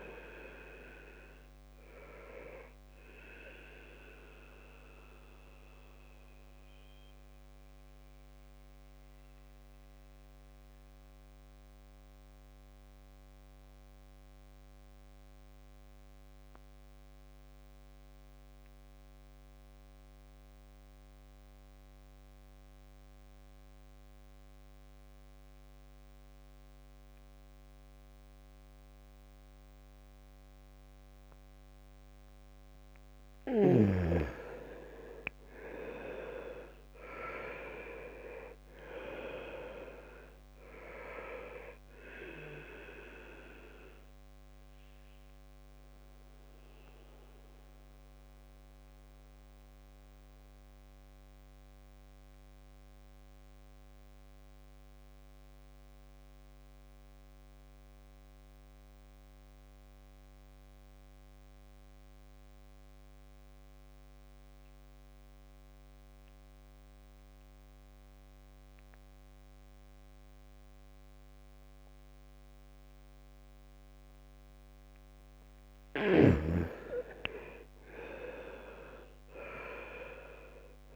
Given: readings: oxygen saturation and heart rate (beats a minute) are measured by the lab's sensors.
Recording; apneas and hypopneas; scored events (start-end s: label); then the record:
breathing in sleep by a microphone on the trachea; 2
0.00-20.00 s: oxygen desaturation (device-marked, oxygen 77% lowest, heart rate 62 extreme)
3.00-32.50 s: mixed apnea (oxygen 99% before, 77% lowest, heart rate 68 before, 62 extreme, up 5 after)
31.00-62.00 s: oxygen desaturation (device-marked, oxygen 99% before, 77% lowest, heart rate 67 before, 62 extreme)
34.00-39.00 s: arousal
44.00-75.00 s: mixed apnea (oxygen 99% before, 76% lowest, heart rate 67 before, 62 extreme, up 8 after)
76.00-80.96 s: oxygen desaturation (device-marked, oxygen 98% before, 76% lowest, heart rate 69 before, 62 extreme)
76.50-80.50 s: arousal
From the record:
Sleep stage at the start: N2 (light sleep); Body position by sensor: on the back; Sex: male